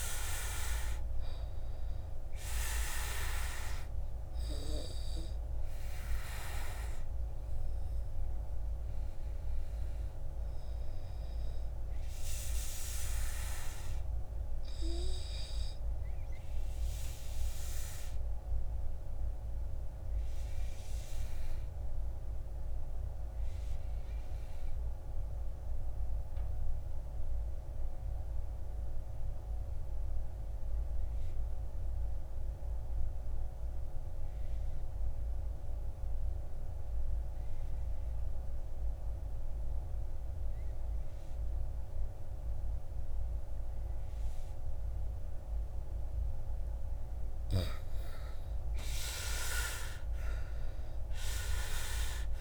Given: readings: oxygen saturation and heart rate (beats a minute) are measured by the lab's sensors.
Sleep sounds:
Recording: breathing in sleep by a room microphone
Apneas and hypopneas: 1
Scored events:
0.00-22.00 s: oxygen desaturation (device-marked, oxygen 74% lowest, heart rate 53 extreme)
16.50-47.00 s: obstructive apnea (oxygen 95% before, 74% lowest, heart rate 63 before, 53 extreme, up 13 after)
42.00-52.41 s: oxygen desaturation (device-marked, oxygen 98% before, 76% lowest, heart rate 56 before, 49 extreme)
49.50-52.00 s: arousal
From the record:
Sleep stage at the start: N2 (light sleep)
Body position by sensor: on the back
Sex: male

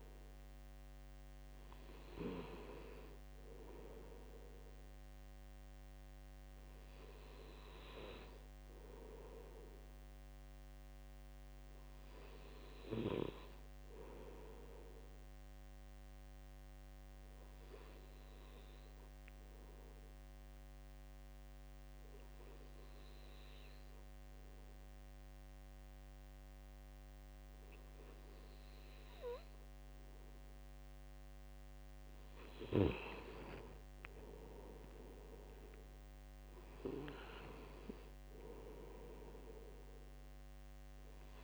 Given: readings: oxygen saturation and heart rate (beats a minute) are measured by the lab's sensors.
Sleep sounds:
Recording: breathing in sleep by a microphone on the trachea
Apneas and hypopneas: 1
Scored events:
15.50-32.00 s: obstructive apnea (oxygen 97% before, 92% lowest, heart rate 76 before, 73 extreme, up 7 after)
33.50-41.44 s: oxygen desaturation (device-marked, oxygen 97% before, 92% lowest, heart rate 75 before, 73 extreme)
34.50-38.00 s: arousal
From the record:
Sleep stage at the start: N2 (light sleep)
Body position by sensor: on the right side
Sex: male

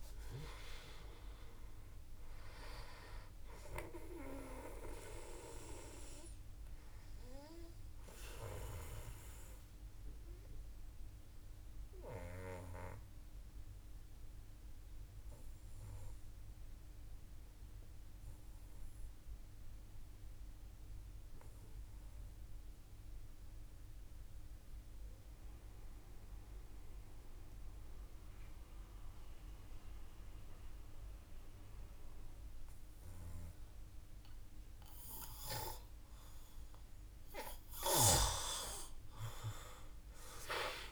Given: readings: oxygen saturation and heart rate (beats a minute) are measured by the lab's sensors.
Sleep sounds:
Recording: breathing in sleep by a room microphone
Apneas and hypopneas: 1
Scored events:
0.00-21.00 s: oxygen desaturation (device-marked, oxygen 89% lowest, heart rate 52 extreme)
5.50-35.50 s: obstructive apnea (oxygen 98% before, 88% lowest, heart rate 55 before, 51 extreme, up 5 after)
36.00-40.92 s: oxygen desaturation (device-marked, oxygen 97% before, 88% lowest, heart rate 54 before, 51 extreme)
From the record:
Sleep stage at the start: N2 (light sleep)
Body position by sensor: on the back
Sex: male

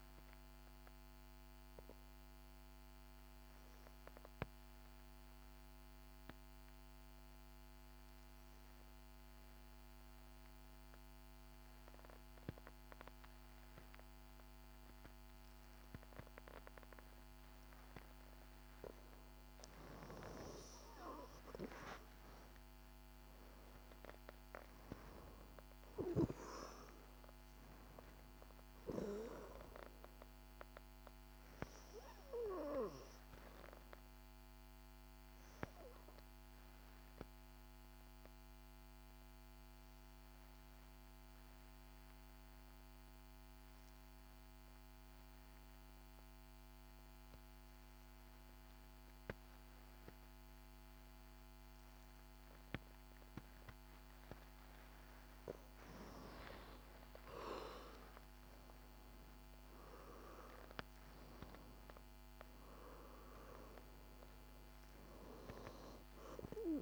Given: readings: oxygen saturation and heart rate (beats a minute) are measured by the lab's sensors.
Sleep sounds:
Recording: breathing in sleep by a microphone on the trachea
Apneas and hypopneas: 2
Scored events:
1.50-19.00 s: obstructive apnea (oxygen 92% before, 90% lowest, heart rate 63 before, 53 extreme, up 13 after)
22.50-27.00 s: arousal
38.50-55.50 s: obstructive apnea (oxygen 96% before, 88% lowest, heart rate 63 before, 54 extreme, up 12 after)
41.50-54.50 s: oxygen desaturation (device-marked, oxygen 95% before, 91% lowest, heart rate 63 before, 54 extreme)
56.50-61.00 s: arousal
64.50-66.82 s: oxygen desaturation (device-marked, oxygen 96% before, 88% lowest, heart rate 61 before, 54 extreme)
From the record:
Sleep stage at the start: N2 (light sleep)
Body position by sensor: on the back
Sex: female

